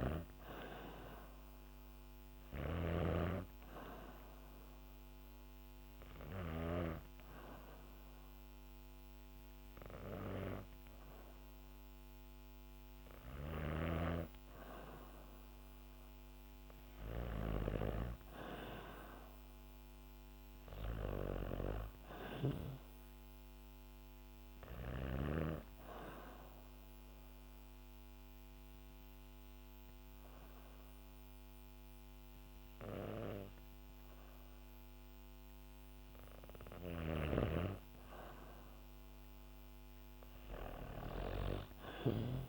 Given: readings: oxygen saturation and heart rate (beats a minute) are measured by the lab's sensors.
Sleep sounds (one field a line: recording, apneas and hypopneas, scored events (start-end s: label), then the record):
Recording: breathing in sleep by a microphone on the trachea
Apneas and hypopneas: 1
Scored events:
0.00-6.00 s: snoring (device-marked)
12.50-17.00 s: snoring (device-marked)
26.50-37.50 s: hypopnea (oxygen 97% before, 94% lowest, heart rate 66 before, 64 extreme, up 2 after)
39.50-42.49 s: arousal
From the record:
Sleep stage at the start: N2 (light sleep)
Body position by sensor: on the back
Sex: female